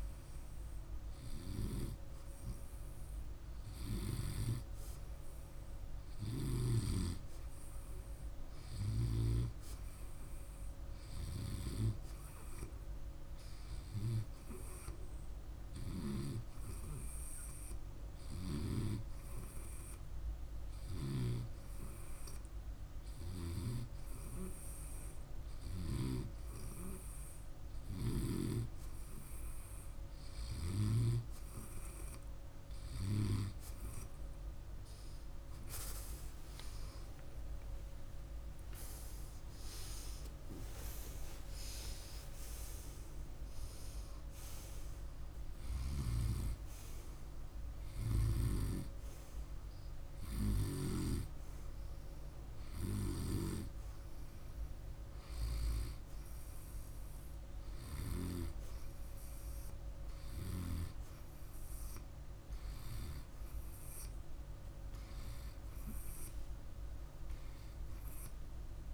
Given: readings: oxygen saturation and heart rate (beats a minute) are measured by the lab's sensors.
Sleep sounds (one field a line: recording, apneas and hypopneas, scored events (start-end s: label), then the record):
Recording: breathing in sleep by a room microphone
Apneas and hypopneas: 1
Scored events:
14.00-25.50 s: hypopnea (oxygen 97% before, 95% lowest, heart rate 52 before, 52 extreme, up 0 after)
35.00-40.00 s: arousal
45.00-50.50 s: snoring (device-marked)
From the record:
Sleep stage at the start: N2 (light sleep)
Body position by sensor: on the right side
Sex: male